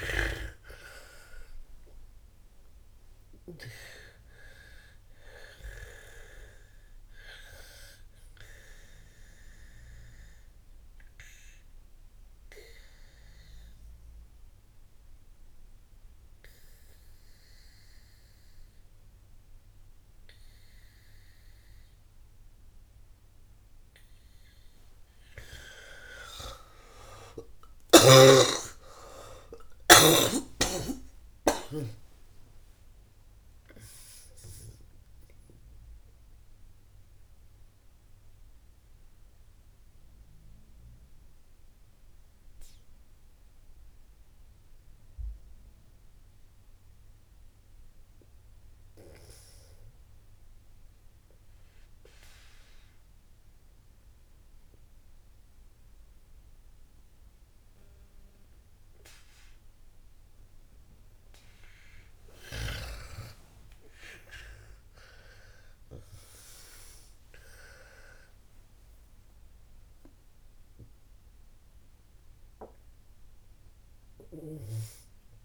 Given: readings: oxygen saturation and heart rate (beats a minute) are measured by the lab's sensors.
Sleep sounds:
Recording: breathing in sleep by a room microphone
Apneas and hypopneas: 2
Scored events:
0.00-27.00 s: oxygen desaturation (device-marked, oxygen 88% lowest, heart rate 53 extreme)
0.50-4.50 s: snoring (device-marked)
10.50-24.50 s: obstructive apnea (oxygen 99% before, 88% lowest, heart rate 70 before, 53 extreme, up 51 after)
28.00-32.50 s: arousal
38.00-62.00 s: mixed apnea (oxygen 99% before, 91% lowest, heart rate 72 before, 59 extreme, up 22 after)
64.00-75.45 s: oxygen desaturation (device-marked, oxygen 99% before, 94% lowest, heart rate 64 before, 59 extreme)
65.00-70.50 s: arousal
From the record:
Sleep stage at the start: N2 (light sleep)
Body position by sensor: on the back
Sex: female

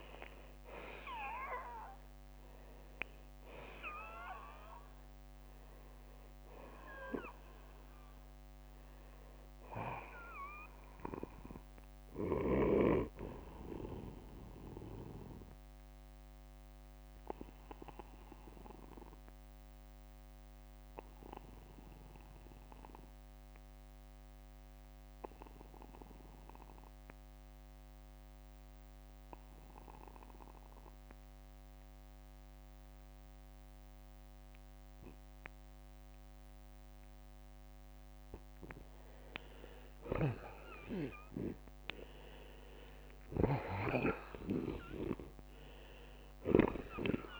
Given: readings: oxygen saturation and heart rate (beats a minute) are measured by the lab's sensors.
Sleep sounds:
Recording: breathing in sleep by a microphone on the trachea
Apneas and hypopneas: 1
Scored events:
2.00-11.00 s: oxygen desaturation (device-marked, oxygen 96% before, 92% lowest, heart rate 54 before, 50 extreme)
16.50-37.50 s: obstructive apnea (oxygen 96% before, 82% lowest, heart rate 65 before, 48 extreme, up 8 after)
17.00-42.00 s: oxygen desaturation (device-marked, oxygen 93% before, 82% lowest, heart rate 65 before, 48 extreme)
39.00-43.00 s: arousal
From the record:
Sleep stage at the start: N2 (light sleep)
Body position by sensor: on the back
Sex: male

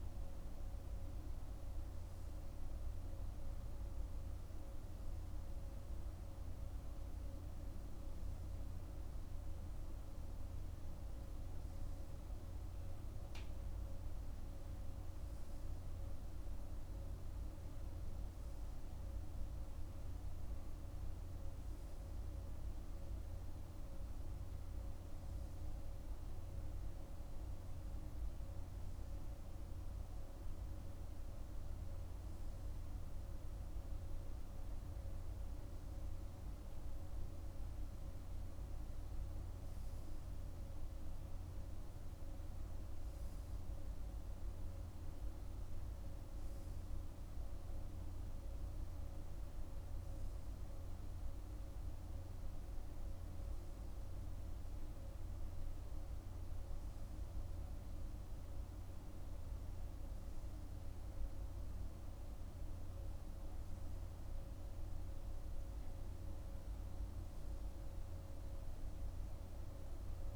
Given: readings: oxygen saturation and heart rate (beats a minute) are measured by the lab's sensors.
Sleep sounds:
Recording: breathing in sleep, hard to hear, by a room microphone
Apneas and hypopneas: none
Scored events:
none scored
From the record:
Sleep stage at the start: N3 (deep sleep)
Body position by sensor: on the right side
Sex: male

